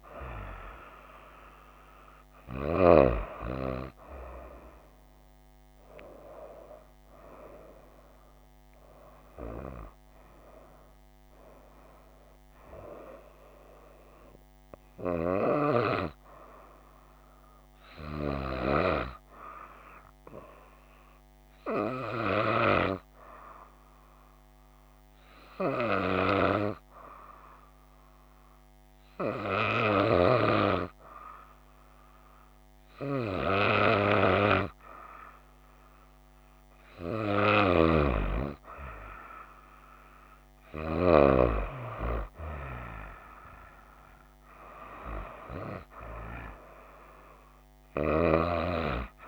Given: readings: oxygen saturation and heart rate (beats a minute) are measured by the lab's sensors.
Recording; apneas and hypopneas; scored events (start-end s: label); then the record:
breathing in sleep by a microphone on the trachea; 1
7.00-11.50 s: arousal
19.00-36.00 s: hypopnea (oxygen 96% before, 94% lowest, heart rate 63 before, 57 extreme, up 2 after)
39.00-42.50 s: arousal
From the record:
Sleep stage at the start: N2 (light sleep); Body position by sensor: on the right side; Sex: female